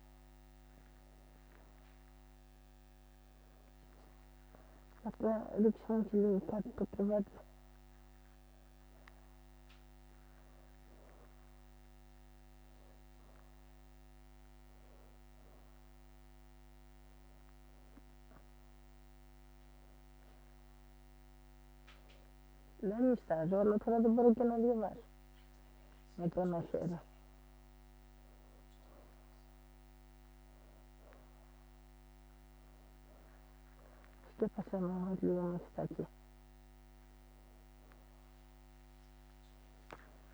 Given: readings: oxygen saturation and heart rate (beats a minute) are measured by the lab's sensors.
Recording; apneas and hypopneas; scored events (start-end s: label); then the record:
a person awake in a sleep study, by a microphone on the trachea; none
23.00-26.50 s: snoring (device-marked)
34.50-40.33 s: leg movement (device-marked)
From the record:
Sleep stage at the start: awake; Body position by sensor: on the back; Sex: female